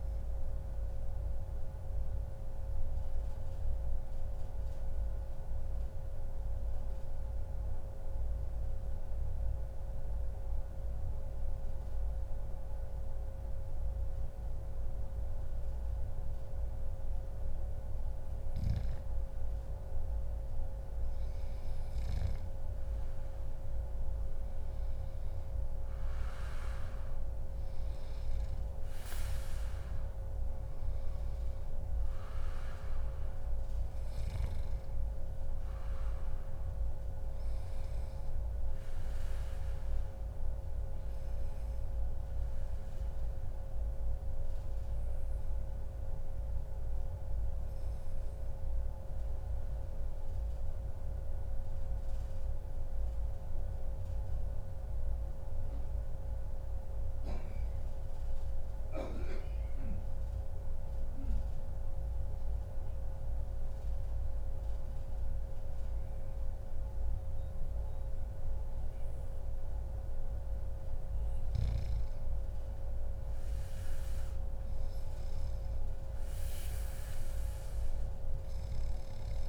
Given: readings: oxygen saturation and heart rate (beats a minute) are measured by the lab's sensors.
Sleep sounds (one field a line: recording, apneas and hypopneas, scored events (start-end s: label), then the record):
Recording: breathing in sleep, hard to hear, by a room microphone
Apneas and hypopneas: 2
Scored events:
0.00-2.00 s: oxygen desaturation (device-marked, oxygen 93% lowest, heart rate 102 extreme)
0.50-17.50 s: central apnea (oxygen 99% before, 94% lowest, heart rate 109 before, 102 extreme, up 13 after)
21.50-26.50 s: arousal
41.50-70.50 s: obstructive apnea (oxygen 98% before, 94% lowest, heart rate 115 before, 104 extreme, up 6 after)
71.00-73.00 s: long interval between heartbeats (device-marked, heart rate 108 before, 108 extreme)
73.00-76.50 s: arousal
78.00-79.49 s: oxygen desaturation (device-marked, oxygen 97% before, 94% lowest, heart rate 108 before, 97 extreme)
From the record:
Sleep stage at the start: N2 (light sleep)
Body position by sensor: on the back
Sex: male